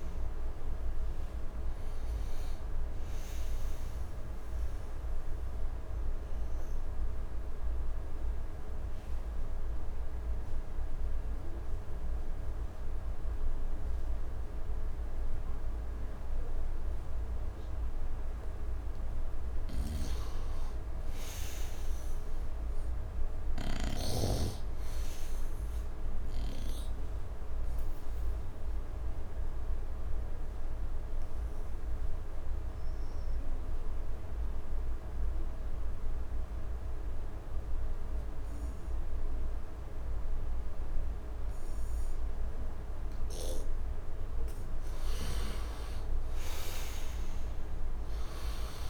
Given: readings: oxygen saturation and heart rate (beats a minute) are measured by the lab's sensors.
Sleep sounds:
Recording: breathing in sleep, hard to hear, by a room microphone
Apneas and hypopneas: 2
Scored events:
0.00-4.50 s: oxygen desaturation (device-marked, oxygen 82% lowest, heart rate 74 extreme)
4.00-17.50 s: obstructive apnea (oxygen 97% before, 81% lowest, heart rate 84 before, 74 extreme, up 5 after)
19.50-22.50 s: arousal
19.50-24.00 s: snoring (device-marked)
22.50-38.50 s: oxygen desaturation (device-marked, oxygen 98% before, 90% lowest, heart rate 76 before, 76 extreme)
26.50-42.50 s: obstructive apnea (oxygen 99% before, 81% lowest, heart rate 76 before, 73 extreme, up 7 after)
44.00-47.00 s: arousal
45.50-48.90 s: oxygen desaturation (device-marked, oxygen 96% before, 81% lowest, heart rate 78 before, 71 extreme)
From the record:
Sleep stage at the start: N2 (light sleep)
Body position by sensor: on the right side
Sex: male

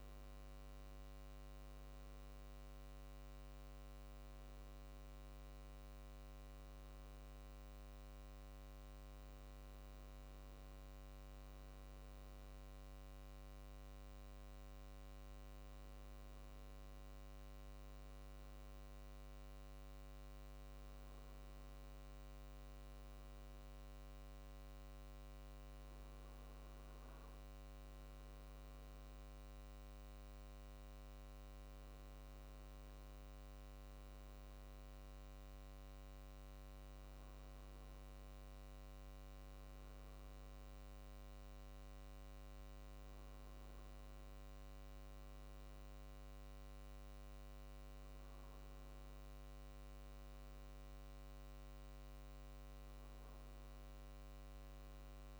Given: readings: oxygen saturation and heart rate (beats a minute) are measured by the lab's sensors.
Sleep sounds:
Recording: breathing in sleep, hard to hear, by a microphone on the trachea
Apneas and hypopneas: none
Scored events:
none scored
From the record:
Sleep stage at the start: N1 (lightest sleep)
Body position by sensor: on the right side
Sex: male

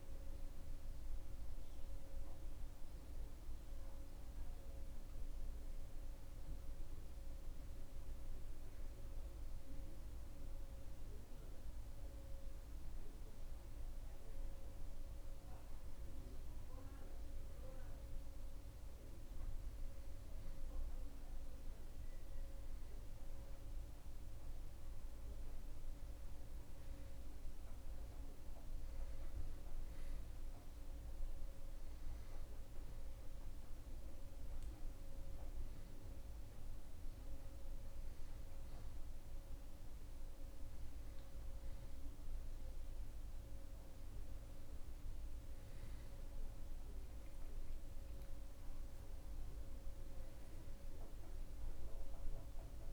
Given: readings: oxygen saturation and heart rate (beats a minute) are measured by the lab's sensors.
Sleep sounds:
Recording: breathing in sleep, hard to hear, by a room microphone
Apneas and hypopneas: none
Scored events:
none scored
From the record:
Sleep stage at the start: N2 (light sleep)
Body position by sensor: on the back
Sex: male

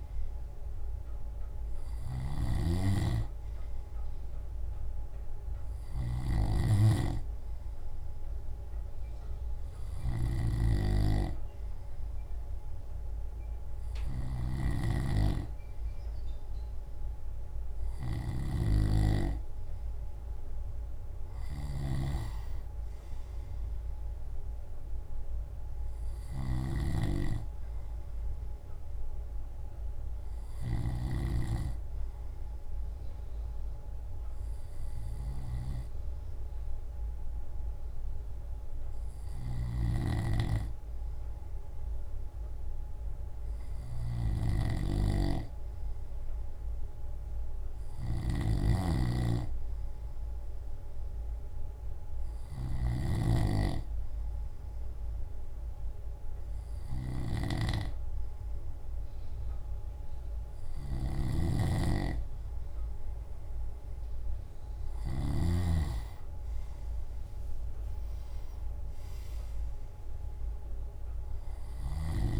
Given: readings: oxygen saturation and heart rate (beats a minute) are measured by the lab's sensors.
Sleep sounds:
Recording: breathing in sleep by a room microphone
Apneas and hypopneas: none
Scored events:
46.50-55.50 s: drop in pulse transit time (device-marked, heart rate 58 before, 60 extreme)
48.00-53.00 s: snoring (device-marked)
66.50-72.40 s: drop in pulse transit time (device-marked, heart rate 60 before, 58 extreme)
From the record:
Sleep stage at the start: N2 (light sleep)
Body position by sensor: on the left side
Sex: male

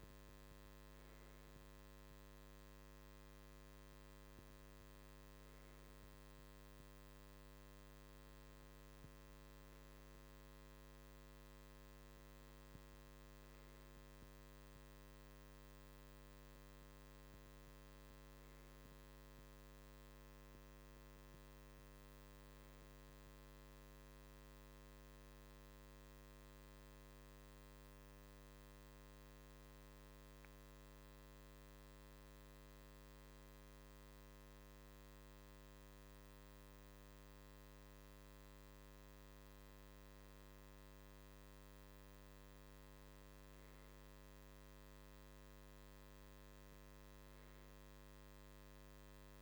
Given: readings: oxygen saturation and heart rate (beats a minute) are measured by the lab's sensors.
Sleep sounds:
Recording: breathing in sleep, hard to hear, by a microphone on the trachea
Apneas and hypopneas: none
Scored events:
none scored
From the record:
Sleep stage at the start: REM sleep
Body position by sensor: on the right side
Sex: male

